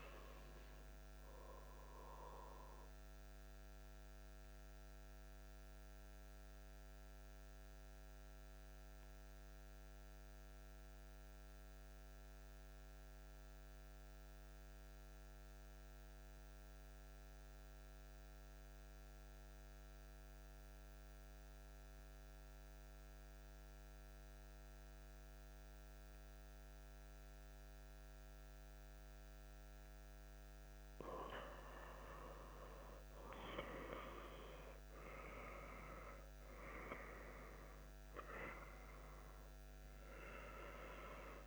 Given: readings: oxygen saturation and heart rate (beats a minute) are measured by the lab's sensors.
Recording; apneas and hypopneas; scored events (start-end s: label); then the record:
breathing in sleep by a microphone on the trachea; 1
0.00-16.50 s: oxygen desaturation (device-marked, oxygen 92% lowest)
3.50-30.50 s: central apnea (oxygen 97% before, 91% lowest)
32.00-37.00 s: arousal
35.50-41.47 s: oxygen desaturation (device-marked, oxygen 96% before, 91% lowest)
From the record:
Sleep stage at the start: N2 (light sleep); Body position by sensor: on the back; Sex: male